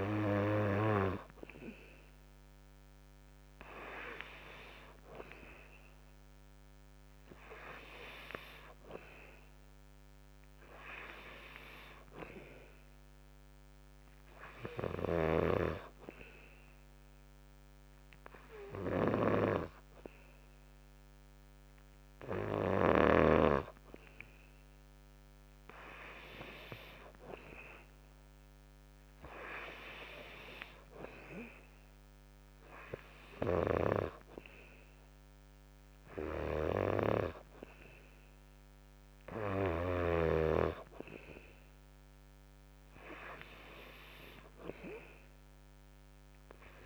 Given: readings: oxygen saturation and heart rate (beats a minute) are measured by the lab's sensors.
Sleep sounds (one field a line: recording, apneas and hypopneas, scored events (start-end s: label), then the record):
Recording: breathing in sleep by a microphone on the trachea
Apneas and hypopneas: none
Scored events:
none scored
From the record:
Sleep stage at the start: N2 (light sleep)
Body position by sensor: on the back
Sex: male